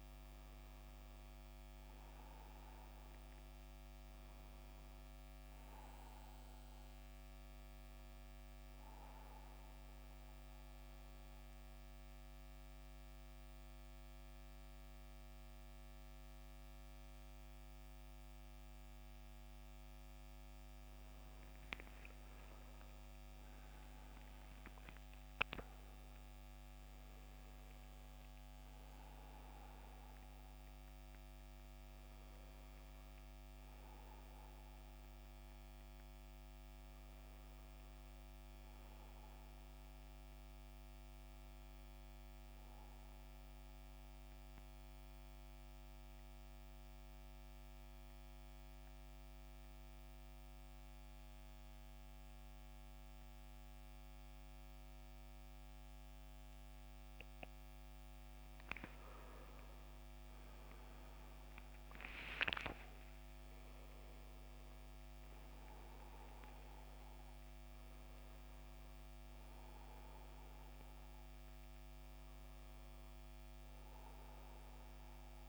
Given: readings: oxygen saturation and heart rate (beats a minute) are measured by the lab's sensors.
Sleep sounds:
breathing in sleep, hard to hear, by a microphone on the trachea; 2
7.50-22.50 s: oxygen desaturation (device-marked, oxygen 91% before, 87% lowest, heart rate 76 before, 70 extreme)
9.00-20.50 s: mixed apnea (oxygen 92% before, 87% lowest, heart rate 77 before, 70 extreme, up 15 after)
22.00-27.50 s: arousal
36.50-51.50 s: oxygen desaturation (device-marked, oxygen 92% before, 88% lowest, heart rate 79 before, 69 extreme)
43.50-57.00 s: central apnea (oxygen 93% before, 87% lowest, heart rate 82 before, 69 extreme, up 13 after)
59.00-64.00 s: arousal
65.50-75.49 s: oxygen desaturation (device-marked, oxygen 93% before, 87% lowest, heart rate 72 before, 71 extreme)
From the record:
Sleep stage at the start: N2 (light sleep); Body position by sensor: on the back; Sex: male

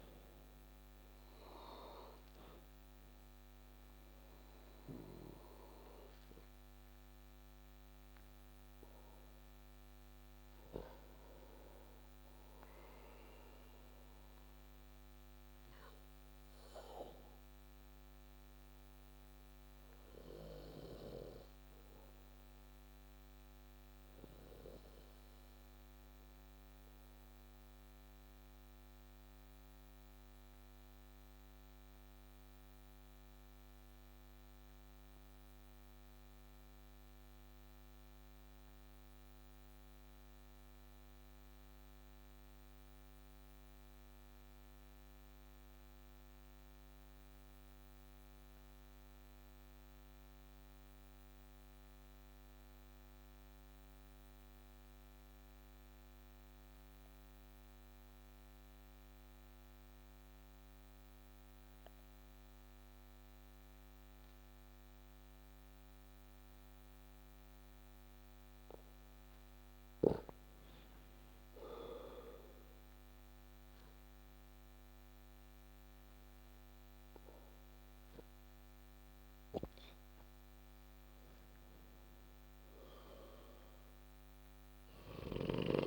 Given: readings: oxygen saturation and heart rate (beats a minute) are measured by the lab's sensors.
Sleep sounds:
breathing in sleep by a microphone on the trachea; 1
0.00-3.50 s: oxygen desaturation (device-marked, oxygen 91% lowest)
5.50-28.50 s: oxygen desaturation (device-marked, oxygen 94% before, 89% lowest)
14.50-67.50 s: obstructive apnea (oxygen 95% before, 89% lowest)
61.50-75.50 s: oxygen desaturation (device-marked, oxygen 98% before, 93% lowest)
71.00-75.00 s: arousal
From the record:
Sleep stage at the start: N2 (light sleep); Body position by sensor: on the back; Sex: male

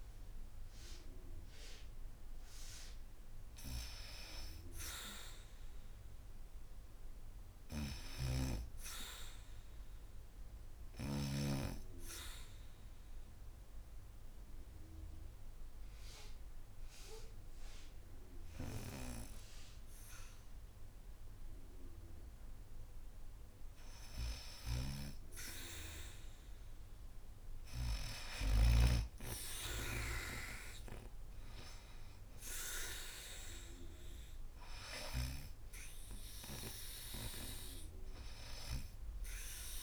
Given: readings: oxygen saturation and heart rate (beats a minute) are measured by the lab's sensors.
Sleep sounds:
breathing in sleep by a room microphone; 1
6.50-29.50 s: oxygen desaturation (device-marked, oxygen 96% before, 89% lowest, heart rate 74 before, 74 extreme)
7.50-11.00 s: snoring (device-marked)
11.50-23.50 s: obstructive apnea (oxygen 97% before, 88% lowest, heart rate 74 before, 75 extreme, up 3 after)
24.00-28.50 s: snoring (device-marked)
27.50-30.00 s: arousal
37.50-39.83 s: oxygen desaturation (device-marked, oxygen 95% before, 88% lowest, heart rate 78 before, 77 extreme)
From the record:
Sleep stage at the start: N2 (light sleep); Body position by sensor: on the back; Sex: female

